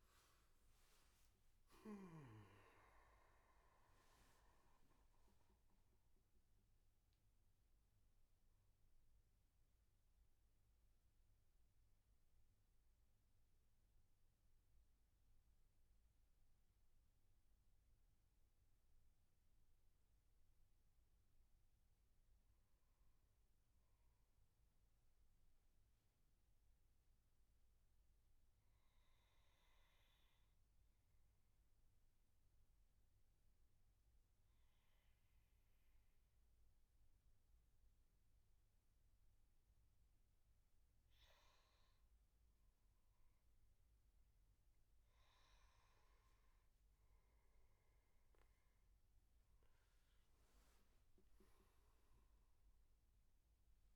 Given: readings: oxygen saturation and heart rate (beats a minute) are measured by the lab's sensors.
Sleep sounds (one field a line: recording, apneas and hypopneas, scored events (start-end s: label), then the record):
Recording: breathing in sleep, hard to hear, by a room microphone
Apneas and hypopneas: 1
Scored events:
0.00-23.50 s: oxygen desaturation (device-marked, oxygen 87% lowest, heart rate 63 extreme)
25.00-39.00 s: obstructive apnea (oxygen 99% before, 92% lowest, heart rate 70 before, 62 extreme, up 10 after)
41.50-44.50 s: arousal
43.50-53.96 s: oxygen desaturation (device-marked, oxygen 98% before, 94% lowest, heart rate 70 before, 61 extreme)
From the record:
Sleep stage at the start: N2 (light sleep)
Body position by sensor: on the back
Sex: male